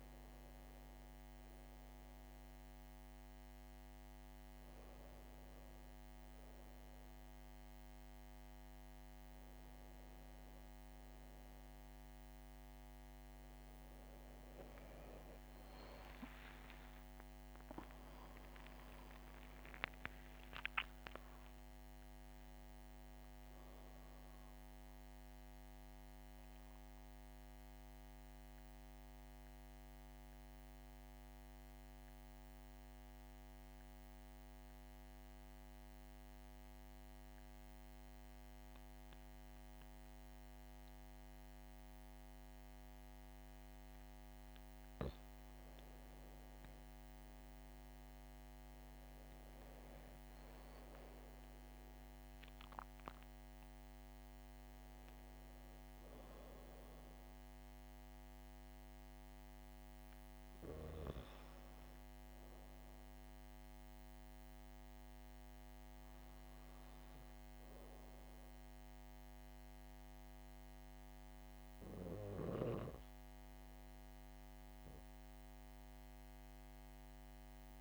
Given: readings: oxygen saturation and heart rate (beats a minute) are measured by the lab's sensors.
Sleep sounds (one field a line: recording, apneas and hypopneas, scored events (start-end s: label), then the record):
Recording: breathing in sleep by a microphone on the trachea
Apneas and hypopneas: 1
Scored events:
16.00-21.00 s: arousal
25.50-44.00 s: mixed apnea (oxygen 98% before, 94% lowest, heart rate 76 before, 67 extreme, up 4 after)
46.50-52.00 s: arousal
52.00-73.00 s: oxygen desaturation (device-marked, oxygen 99% before, 94% lowest, heart rate 69 before, 65 extreme)
74.00-77.00 s: arousal
From the record:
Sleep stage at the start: N2 (light sleep)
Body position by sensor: on the back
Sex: female